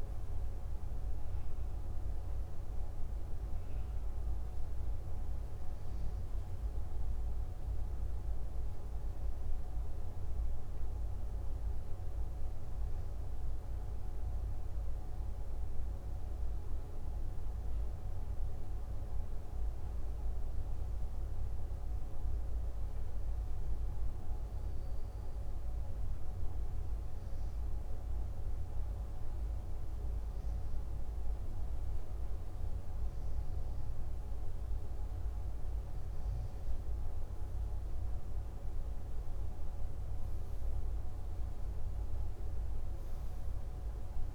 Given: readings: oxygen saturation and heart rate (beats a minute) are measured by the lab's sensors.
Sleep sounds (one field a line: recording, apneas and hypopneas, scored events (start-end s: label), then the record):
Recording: breathing in sleep, hard to hear, by a room microphone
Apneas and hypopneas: 1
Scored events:
23.00-36.00 s: obstructive apnea (oxygen 97% before, 94% lowest, heart rate 60 before, 59 extreme, up 7 after)
39.00-42.00 s: arousal
From the record:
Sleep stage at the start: N2 (light sleep)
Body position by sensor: on the back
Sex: male